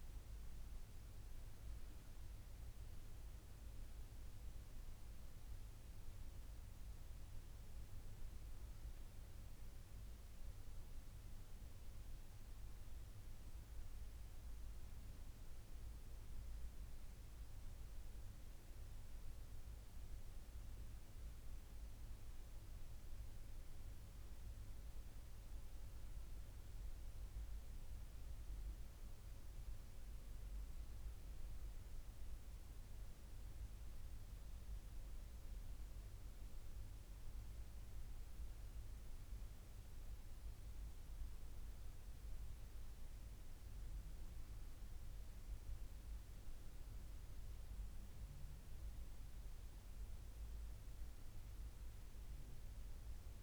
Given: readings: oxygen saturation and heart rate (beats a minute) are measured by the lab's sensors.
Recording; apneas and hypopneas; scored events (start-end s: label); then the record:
breathing in sleep, hard to hear, by a room microphone; none
none scored
From the record:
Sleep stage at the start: N1 (lightest sleep); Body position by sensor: on the back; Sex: female